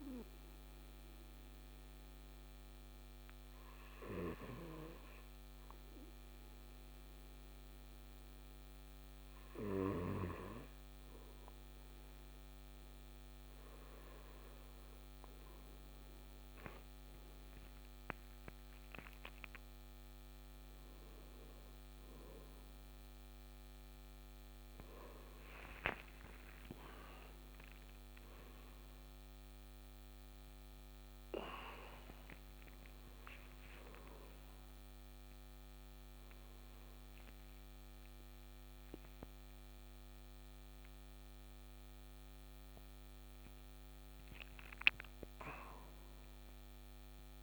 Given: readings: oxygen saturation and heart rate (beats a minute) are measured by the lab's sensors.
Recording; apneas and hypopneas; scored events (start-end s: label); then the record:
a person awake in a sleep study, by a microphone on the trachea; none
21.00-47.43 s: new sleep stage, awake
From the record:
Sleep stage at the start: N2 (light sleep); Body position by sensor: on the right side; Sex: male